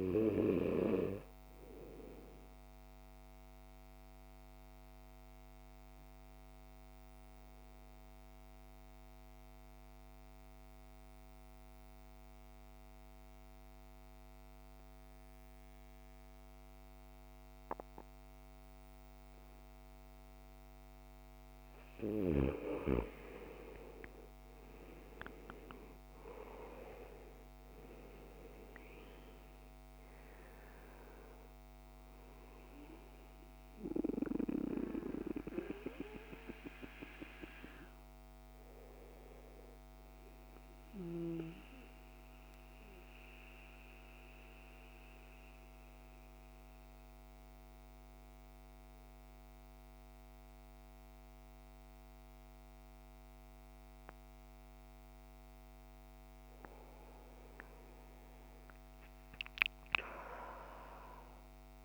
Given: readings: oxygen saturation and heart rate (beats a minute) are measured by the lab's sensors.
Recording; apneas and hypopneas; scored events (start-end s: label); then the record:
breathing in sleep by a microphone on the trachea; 2
0.50-19.50 s: oxygen desaturation (device-marked, oxygen 99% before, 89% lowest, heart rate 57 before, 54 extreme)
3.00-21.50 s: obstructive apnea (oxygen 99% before, 85% lowest, heart rate 58 before, 54 extreme, up 13 after)
21.50-53.50 s: oxygen desaturation (device-marked, oxygen 98% before, 85% lowest, heart rate 56 before, 52 extreme)
24.00-27.50 s: arousal
40.50-56.00 s: central apnea (oxygen 98% before, 85% lowest, heart rate 62 before, 52 extreme, up 17 after)
58.00-61.00 s: arousal
From the record:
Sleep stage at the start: N2 (light sleep); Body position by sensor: on the back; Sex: male